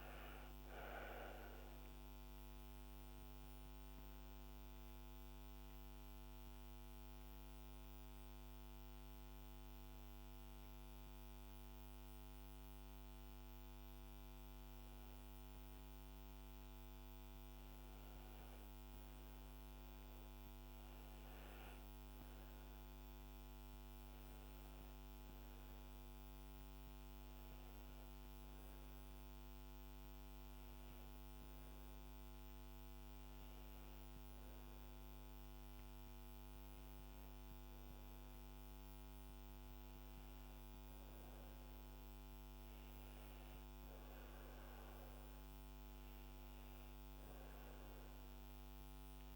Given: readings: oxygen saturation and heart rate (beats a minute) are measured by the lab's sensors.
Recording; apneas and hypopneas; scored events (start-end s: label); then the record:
breathing in sleep, hard to hear, by a microphone on the trachea; 1
0.00-3.00 s: arousal
0.00-13.50 s: oxygen desaturation (device-marked, oxygen 95% lowest, heart rate 71 extreme)
6.00-17.50 s: hypopnea (oxygen 98% before, 93% lowest, heart rate 73 before, 71 extreme, up 2 after)
19.50-23.00 s: arousal
From the record:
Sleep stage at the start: N1 (lightest sleep); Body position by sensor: on the back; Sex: female